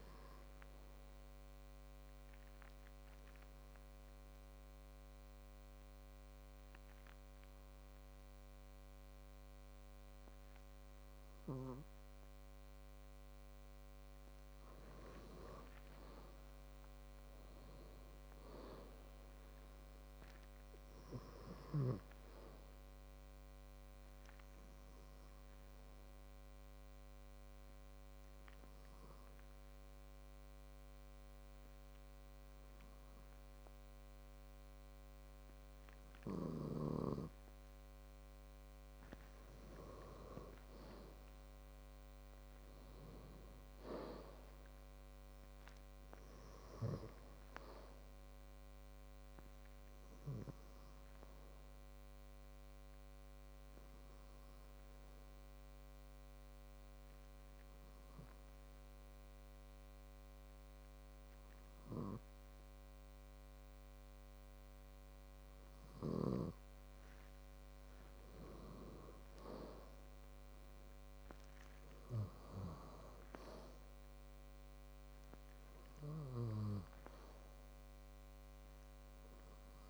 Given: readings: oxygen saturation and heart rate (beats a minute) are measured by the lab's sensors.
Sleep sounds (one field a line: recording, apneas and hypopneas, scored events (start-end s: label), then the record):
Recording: breathing in sleep by a microphone on the trachea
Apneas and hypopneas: 3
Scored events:
0.50-13.00 s: obstructive apnea (oxygen 97% before, 95% lowest, heart rate 63 before, 50 extreme, up 17 after)
16.00-19.50 s: arousal
24.50-38.50 s: obstructive apnea (oxygen 97% before, 95% lowest, heart rate 57 before, 53 extreme, up 12 after)
40.50-44.50 s: arousal
52.00-67.00 s: obstructive apnea (oxygen 97% before, 95% lowest, heart rate 60 before, 54 extreme, up 10 after)
69.50-73.50 s: arousal
From the record:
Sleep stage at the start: N2 (light sleep)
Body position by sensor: on the back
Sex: male